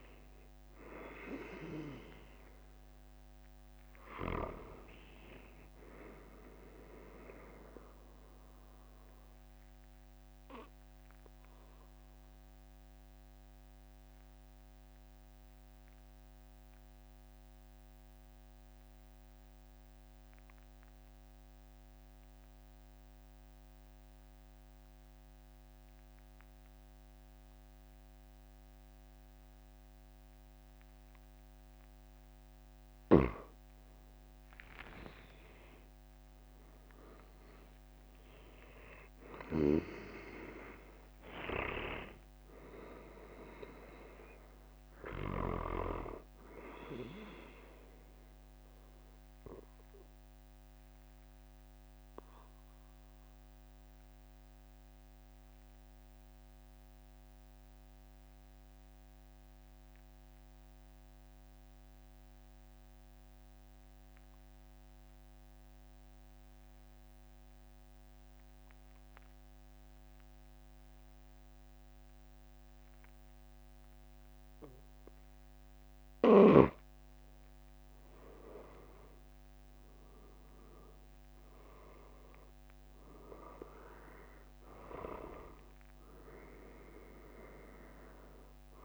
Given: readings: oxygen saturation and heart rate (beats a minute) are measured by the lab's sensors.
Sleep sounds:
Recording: breathing in sleep by a microphone on the trachea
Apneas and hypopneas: 2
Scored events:
0.00-32.50 s: oxygen desaturation (device-marked, oxygen 92% lowest, heart rate 42 extreme)
8.00-32.50 s: obstructive apnea (oxygen 97% before, 92% lowest, heart rate 46 before, 42 extreme, up 6 after)
35.00-40.00 s: arousal
39.50-46.00 s: snoring (device-marked)
48.50-76.00 s: obstructive apnea (oxygen 97% before, 92% lowest, heart rate 46 before, 43 extreme, up 4 after)
54.50-69.50 s: oxygen desaturation (device-marked, oxygen 96% before, 93% lowest, heart rate 46 before, 43 extreme)
77.50-82.50 s: arousal
From the record:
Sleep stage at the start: N2 (light sleep)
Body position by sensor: on the back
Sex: male

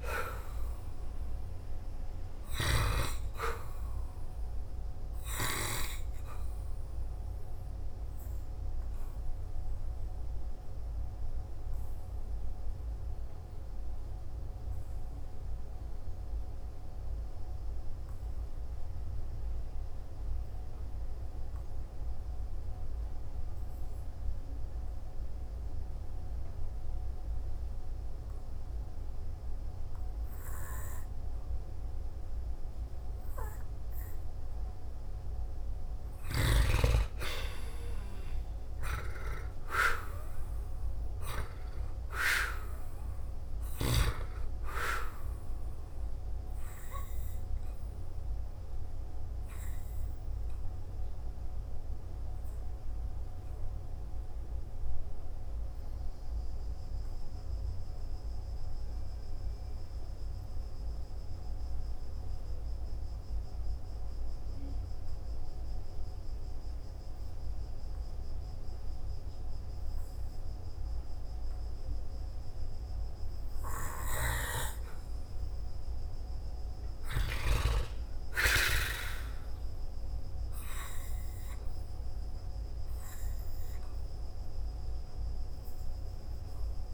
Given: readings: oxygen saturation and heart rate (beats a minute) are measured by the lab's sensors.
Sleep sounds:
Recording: breathing in sleep by a room microphone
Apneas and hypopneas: 2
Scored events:
0.00-1.00 s: arousal
6.00-32.50 s: hypopnea (oxygen 97% before, 88% lowest, heart rate 54 before, 51 extreme, up 1 after)
24.50-38.50 s: oxygen desaturation (device-marked, oxygen 96% before, 89% lowest, heart rate 57 before, 51 extreme)
36.50-41.00 s: arousal
50.00-73.50 s: hypopnea (oxygen 97% before, 88% lowest, heart rate 54 before, 52 extreme, up 0 after)
59.50-78.50 s: oxygen desaturation (device-marked, oxygen 96% before, 88% lowest, heart rate 58 before, 52 extreme)
76.50-80.00 s: arousal
From the record:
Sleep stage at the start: N2 (light sleep)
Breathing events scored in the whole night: 218 in 2.9 hours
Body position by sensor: on the back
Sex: male

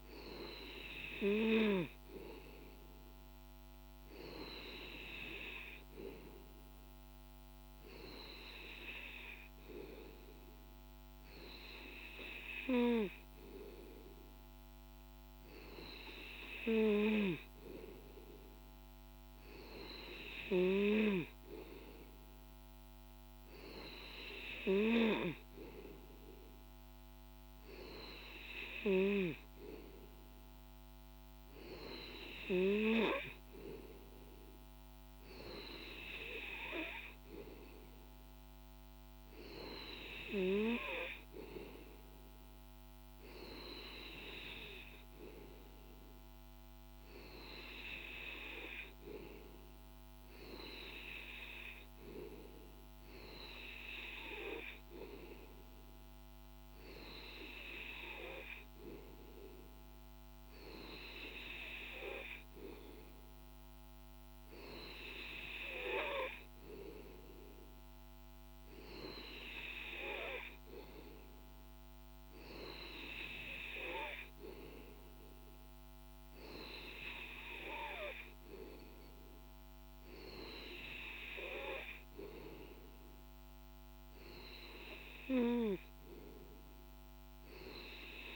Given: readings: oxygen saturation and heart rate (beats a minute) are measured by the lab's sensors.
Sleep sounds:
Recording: breathing in sleep by a microphone on the trachea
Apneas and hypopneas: none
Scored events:
none scored
From the record:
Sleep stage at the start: N2 (light sleep)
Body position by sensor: on the back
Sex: male

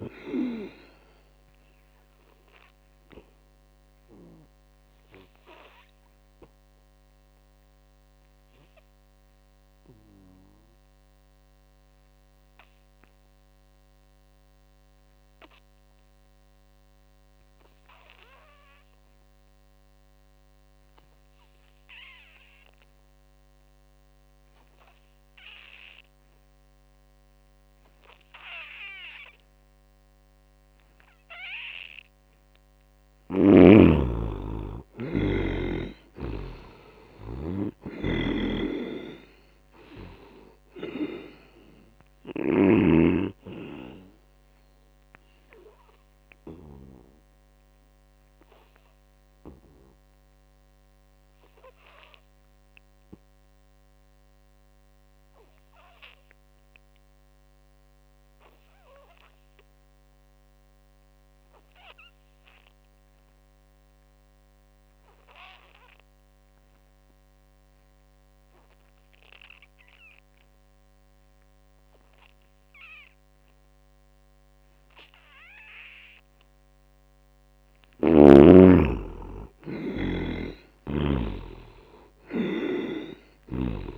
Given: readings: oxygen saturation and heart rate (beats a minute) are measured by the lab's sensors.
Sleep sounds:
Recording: breathing in sleep by a microphone on the trachea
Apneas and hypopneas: 2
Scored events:
0.00-14.50 s: oxygen desaturation (device-marked, oxygen 72% lowest, heart rate 57 extreme)
2.50-32.00 s: obstructive apnea (oxygen 98% before, 72% lowest, heart rate 69 before, 57 extreme, up 18 after)
20.50-57.50 s: oxygen desaturation (device-marked, oxygen 98% before, 72% lowest, heart rate 79 before, 57 extreme)
33.00-36.50 s: arousal
37.50-42.50 s: snoring (device-marked)
43.50-76.00 s: obstructive apnea (oxygen 98% before, 71% lowest, heart rate 70 before, 59 extreme, up 13 after)
73.50-83.98 s: oxygen desaturation (device-marked, oxygen 96% before, 71% lowest, heart rate 74 before, 62 extreme)
77.50-81.00 s: snoring (device-marked)
78.00-82.00 s: arousal
From the record:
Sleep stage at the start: N2 (light sleep)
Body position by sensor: on the back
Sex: male

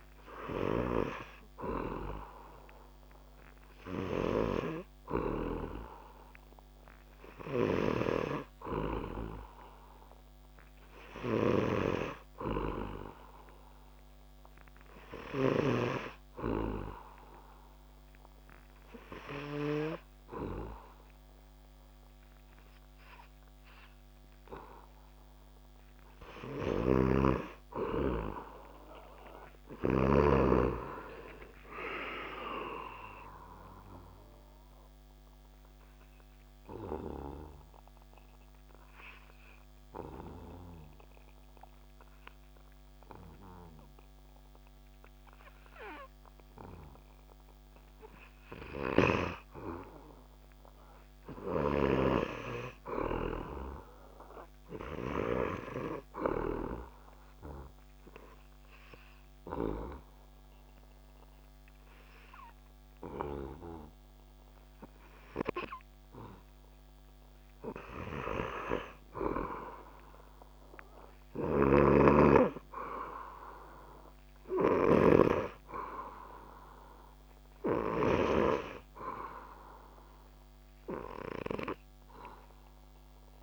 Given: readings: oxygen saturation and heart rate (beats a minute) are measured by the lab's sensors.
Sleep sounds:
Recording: breathing in sleep by a microphone on the trachea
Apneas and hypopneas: 3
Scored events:
14.50-25.50 s: hypopnea (oxygen 98% before, 96% lowest)
26.00-29.50 s: snoring (device-marked)
27.50-31.50 s: arousal
35.00-48.50 s: obstructive apnea (oxygen 98% before, 96% lowest)
50.00-54.00 s: arousal
51.00-56.00 s: snoring (device-marked)
58.50-69.00 s: obstructive apnea (oxygen 98% before, 96% lowest)
71.00-74.50 s: snoring (device-marked)
73.00-76.50 s: arousal
From the record:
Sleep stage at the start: N2 (light sleep)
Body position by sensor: on the back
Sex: male

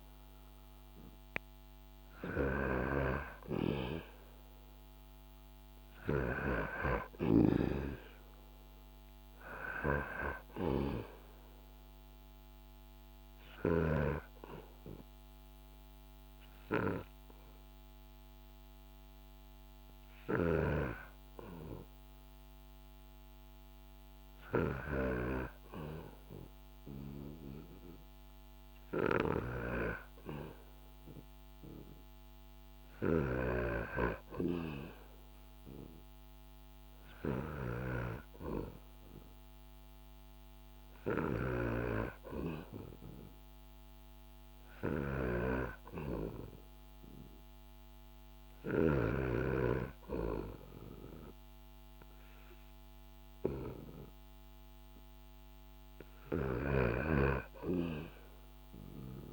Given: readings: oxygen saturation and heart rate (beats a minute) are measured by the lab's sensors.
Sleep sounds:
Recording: breathing in sleep by a microphone on the trachea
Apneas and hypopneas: 1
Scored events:
0.00-4.50 s: arousal
1.00-13.00 s: snoring (device-marked)
11.50-24.00 s: hypopnea (oxygen 99% before, 94% lowest, heart rate 74 before, 71 extreme, up 8 after)
19.00-48.00 s: snoring (device-marked)
27.50-32.00 s: arousal
55.50-59.33 s: snoring (device-marked)
From the record:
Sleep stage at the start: N2 (light sleep)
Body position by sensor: on the back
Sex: male

